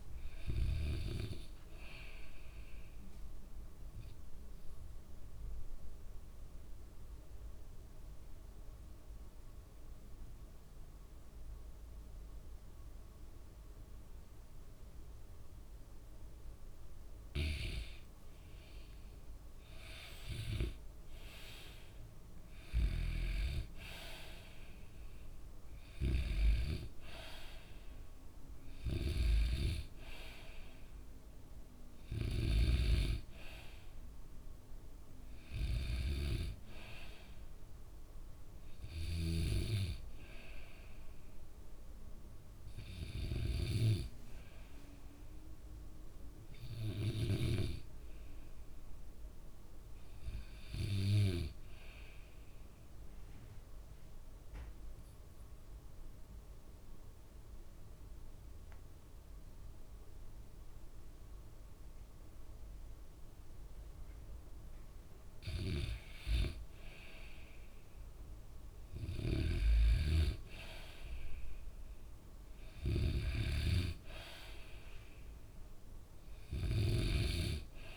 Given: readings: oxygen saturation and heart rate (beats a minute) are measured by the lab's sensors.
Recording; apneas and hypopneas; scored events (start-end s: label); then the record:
breathing in sleep by a room microphone; 2
3.50-17.00 s: obstructive apnea (oxygen 95% before, 91% lowest, heart rate 67 before, 59 extreme, up 11 after)
18.50-21.50 s: arousal
22.00-42.00 s: oxygen desaturation (device-marked, oxygen 95% before, 91% lowest, heart rate 64 before, 58 extreme)
52.00-65.50 s: obstructive apnea (oxygen 97% before, 92% lowest, heart rate 66 before, 54 extreme, up 7 after)
67.00-69.50 s: arousal
70.00-77.97 s: snoring (device-marked)
71.00-77.97 s: oxygen desaturation (device-marked, oxygen 97% before, 92% lowest, heart rate 62 before, 54 extreme)
74.00-77.97 s: new sleep stage, REM sleep
From the record:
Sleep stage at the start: N2 (light sleep); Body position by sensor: on the back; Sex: male